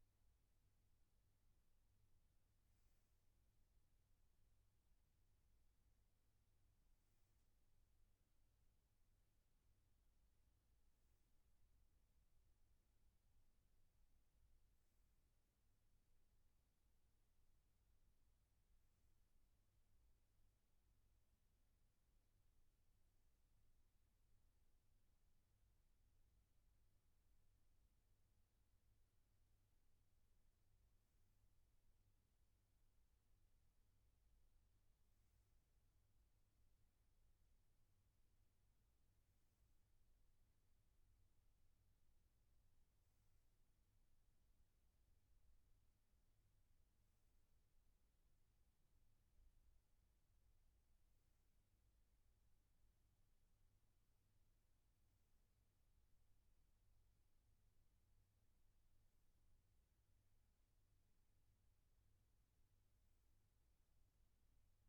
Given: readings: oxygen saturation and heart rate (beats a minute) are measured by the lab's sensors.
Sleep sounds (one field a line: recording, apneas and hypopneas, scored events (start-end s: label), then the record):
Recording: breathing in sleep, hard to hear, by a room microphone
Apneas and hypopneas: none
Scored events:
none scored
From the record:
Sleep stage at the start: N3 (deep sleep)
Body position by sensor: on the right side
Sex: male